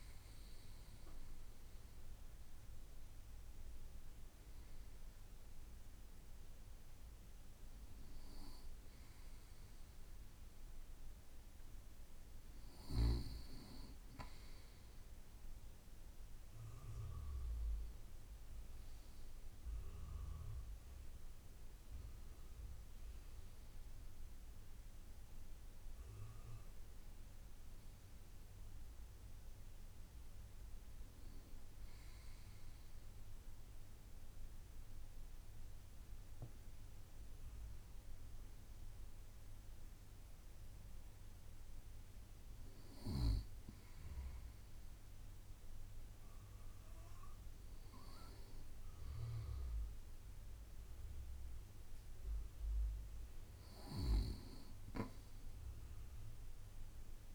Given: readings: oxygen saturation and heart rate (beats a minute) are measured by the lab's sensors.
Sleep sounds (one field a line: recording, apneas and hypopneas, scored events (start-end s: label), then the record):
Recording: breathing in sleep by a room microphone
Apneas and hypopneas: none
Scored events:
10.50-12.50 s: bradycardia (device-marked, heart rate 71 before, 59 extreme)
From the record:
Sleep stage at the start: N2 (light sleep)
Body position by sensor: on the right side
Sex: male